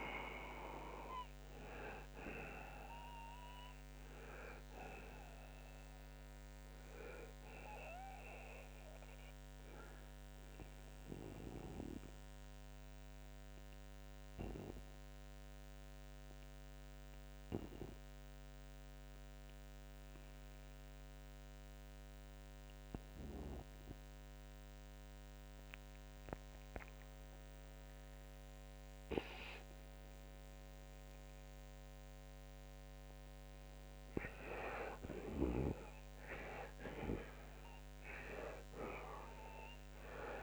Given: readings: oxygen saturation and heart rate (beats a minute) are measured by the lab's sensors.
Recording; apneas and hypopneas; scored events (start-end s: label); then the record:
breathing in sleep by a microphone on the trachea; 1
11.50-33.00 s: obstructive apnea (oxygen 95% before, 85% lowest, heart rate 107 before, 69 extreme, up 22 after)
18.00-40.00 s: oxygen desaturation (device-marked, oxygen 93% before, 85% lowest, heart rate 92 before, 59 extreme)
36.00-40.43 s: arousal
From the record:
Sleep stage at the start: N2 (light sleep); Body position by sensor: on the right side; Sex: male